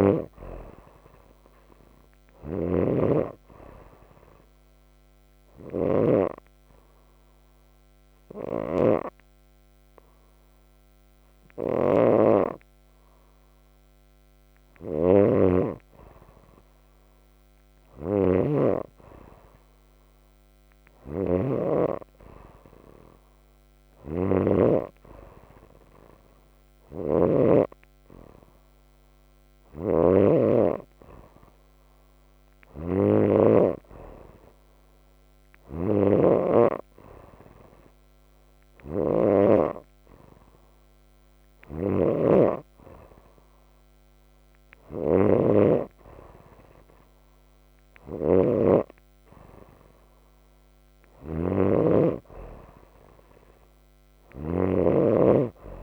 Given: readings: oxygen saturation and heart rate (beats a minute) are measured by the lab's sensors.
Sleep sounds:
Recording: breathing in sleep by a microphone on the trachea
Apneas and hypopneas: 1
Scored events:
0.00-6.00 s: snoring (device-marked)
4.00-15.00 s: obstructive apnea (oxygen 98% before, 94% lowest, heart rate 52 before, 28 extreme, up 26 after)
8.00-24.50 s: snoring (device-marked)
15.00-18.00 s: arousal
26.50-55.83 s: snoring (device-marked)
42.00-55.83 s: oxygen desaturation (device-marked, oxygen 97% before, 94% lowest)
From the record:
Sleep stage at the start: N2 (light sleep)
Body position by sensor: on the right side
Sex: female

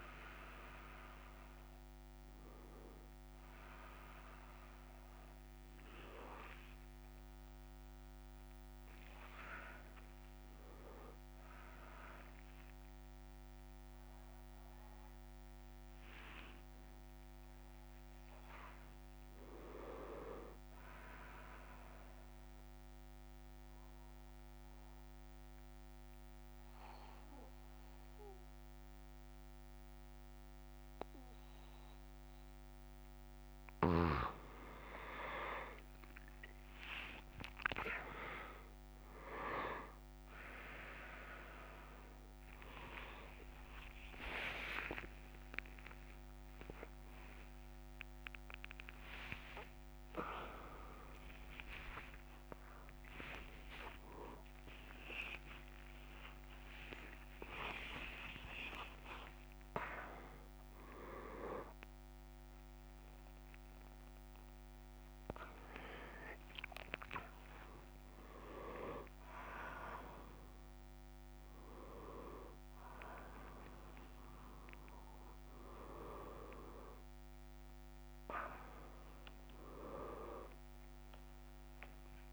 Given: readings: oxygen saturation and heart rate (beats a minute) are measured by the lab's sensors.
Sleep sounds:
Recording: breathing in sleep by a microphone on the trachea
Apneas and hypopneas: 1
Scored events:
0.00-17.50 s: oxygen desaturation (device-marked, oxygen 91% lowest, heart rate 137 extreme)
22.50-34.50 s: obstructive apnea (oxygen 100% before, 93% lowest, heart rate 176 before, 98 extreme, up 30 after)
43.50-62.50 s: oxygen desaturation (device-marked, oxygen 98% before, 93% lowest, heart rate 179 before, 39 extreme)
From the record:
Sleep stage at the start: N1 (lightest sleep)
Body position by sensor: on the back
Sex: male

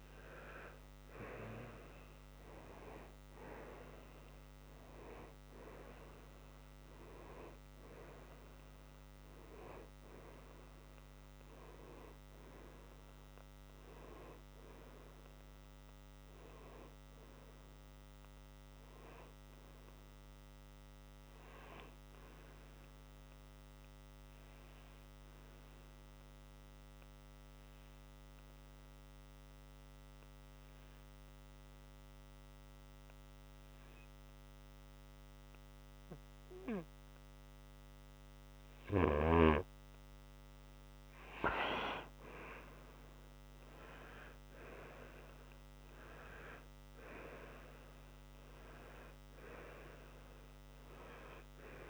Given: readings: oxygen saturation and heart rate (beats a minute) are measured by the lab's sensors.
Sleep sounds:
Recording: breathing in sleep by a microphone on the trachea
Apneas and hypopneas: 1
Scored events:
0.00-1.00 s: arousal
4.00-11.00 s: oxygen desaturation (device-marked, oxygen 97% before, 93% lowest, heart rate 60 before, 60 extreme)
21.00-39.00 s: obstructive apnea (oxygen 97% before, 91% lowest, heart rate 64 before, 60 extreme, up 5 after)
23.00-33.00 s: oxygen desaturation (device-marked, oxygen 95% before, 91% lowest, heart rate 65 before, 60 extreme)
42.00-46.00 s: arousal
From the record:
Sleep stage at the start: N2 (light sleep)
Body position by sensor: on the right side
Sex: male

